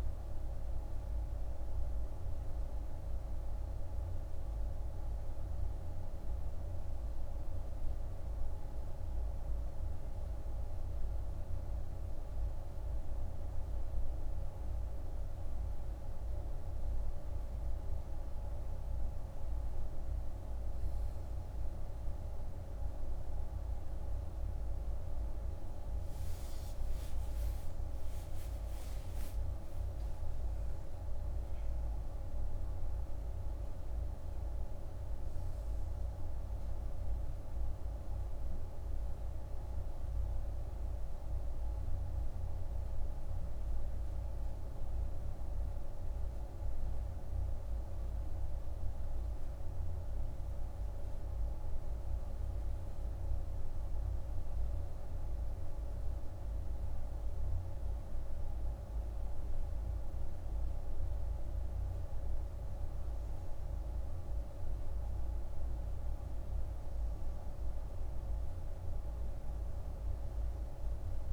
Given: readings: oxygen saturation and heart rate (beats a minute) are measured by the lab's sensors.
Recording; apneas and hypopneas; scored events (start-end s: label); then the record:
breathing in sleep, hard to hear, by a room microphone; 1
25.50-31.00 s: arousal
47.00-60.50 s: hypopnea (oxygen 98% before, 95% lowest, heart rate 56 before, 48 extreme, up 4 after)
68.00-71.33 s: arousal
From the record:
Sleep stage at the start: N1 (lightest sleep); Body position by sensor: on the back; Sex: male